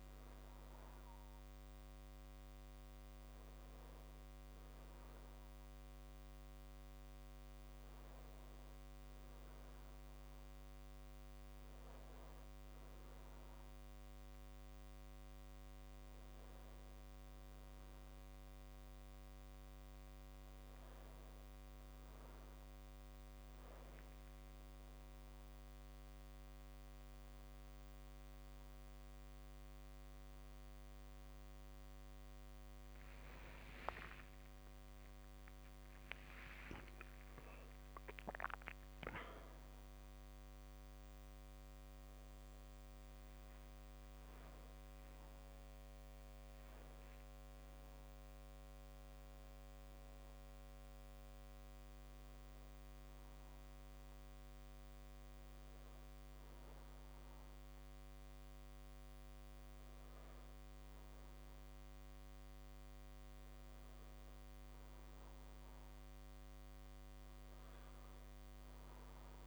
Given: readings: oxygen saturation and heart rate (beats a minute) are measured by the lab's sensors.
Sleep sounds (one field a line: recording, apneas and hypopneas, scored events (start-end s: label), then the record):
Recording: breathing in sleep, hard to hear, by a microphone on the trachea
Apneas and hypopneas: none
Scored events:
33.00-37.00 s: arousal
From the record:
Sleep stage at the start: N2 (light sleep)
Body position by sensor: on the back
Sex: male